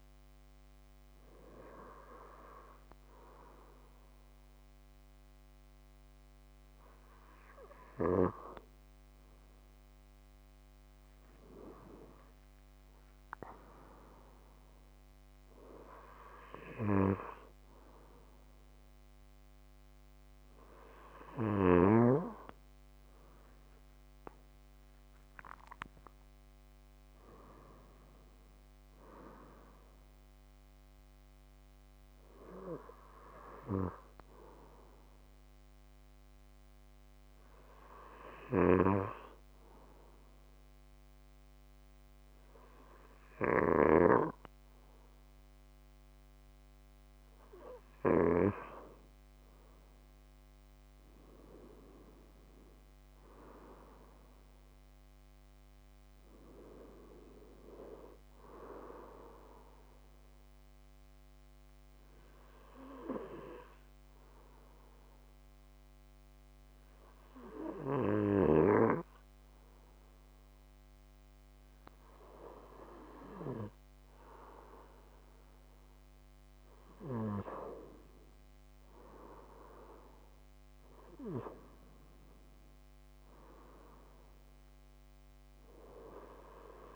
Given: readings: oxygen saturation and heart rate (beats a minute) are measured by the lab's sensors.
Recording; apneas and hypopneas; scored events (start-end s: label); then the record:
breathing in sleep by a microphone on the trachea; 2
24.50-28.00 s: arousal
35.50-47.50 s: hypopnea (oxygen 94% before, 92% lowest, heart rate 125 before, 79 extreme)
49.50-54.00 s: arousal
61.00-73.00 s: hypopnea (oxygen 94% before, 92% lowest, heart rate 128 before, 99 extreme, up 30 after)
78.50-82.00 s: arousal
From the record:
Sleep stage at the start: N2 (light sleep); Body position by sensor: on the left side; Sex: male